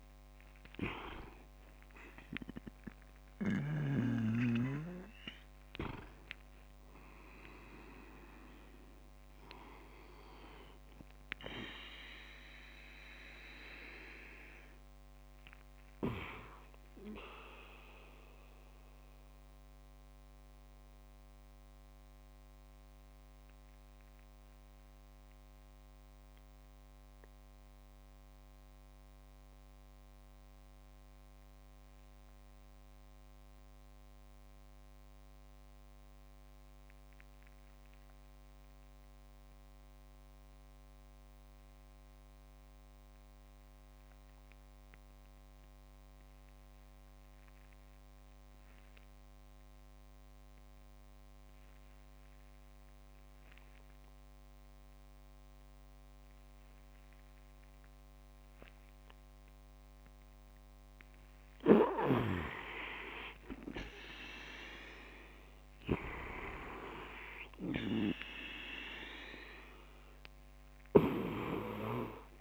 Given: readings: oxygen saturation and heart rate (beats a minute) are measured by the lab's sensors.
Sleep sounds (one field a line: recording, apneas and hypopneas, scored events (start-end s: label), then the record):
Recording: breathing in sleep by a microphone on the trachea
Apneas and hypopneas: 1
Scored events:
18.00-59.50 s: obstructive apnea (oxygen 99% before, 89% lowest, heart rate 40 before, 27 extreme, up 4 after)
20.50-32.50 s: oxygen desaturation (device-marked, oxygen 99% before, 93% lowest, heart rate 47 before, 39 extreme)
51.50-72.41 s: oxygen desaturation (device-marked, oxygen 98% before, 93% lowest, heart rate 55 before, 27 extreme)
62.50-67.00 s: arousal
From the record:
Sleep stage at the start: REM sleep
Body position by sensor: on the back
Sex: male